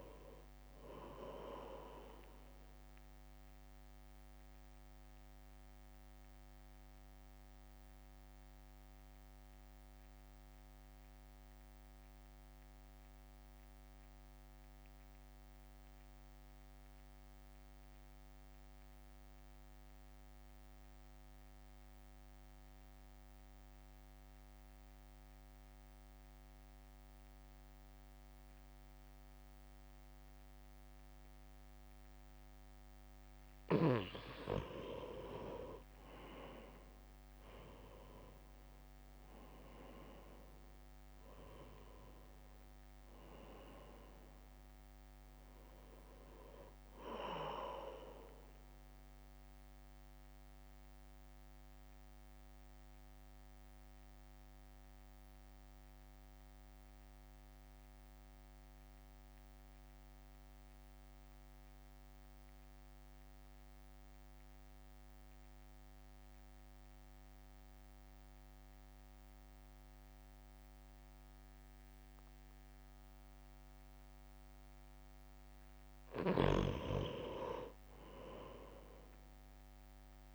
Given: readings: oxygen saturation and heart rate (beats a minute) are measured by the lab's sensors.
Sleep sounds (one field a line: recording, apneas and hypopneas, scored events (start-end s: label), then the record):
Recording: breathing in sleep by a microphone on the trachea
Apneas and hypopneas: 2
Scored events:
0.00-7.00 s: drop in pulse transit time (device-marked, heart rate 53 extreme)
0.00-18.00 s: oxygen desaturation (device-marked, oxygen 88% lowest, heart rate 53 extreme)
2.50-33.50 s: mixed apnea (oxygen 98% before, 88% lowest, heart rate 59 before, 50 extreme, up 2 after)
30.00-65.00 s: oxygen desaturation (device-marked, oxygen 98% before, 89% lowest, heart rate 61 before, 50 extreme)
38.50-43.00 s: arousal
42.00-54.00 s: drop in pulse transit time (device-marked, heart rate 62 before, 50 extreme)
49.00-75.00 s: central apnea (oxygen 98% before, 89% lowest, heart rate 58 before, 55 extreme, up 2 after)
78.00-80.34 s: arousal
From the record:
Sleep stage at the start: N2 (light sleep)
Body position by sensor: on the right side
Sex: male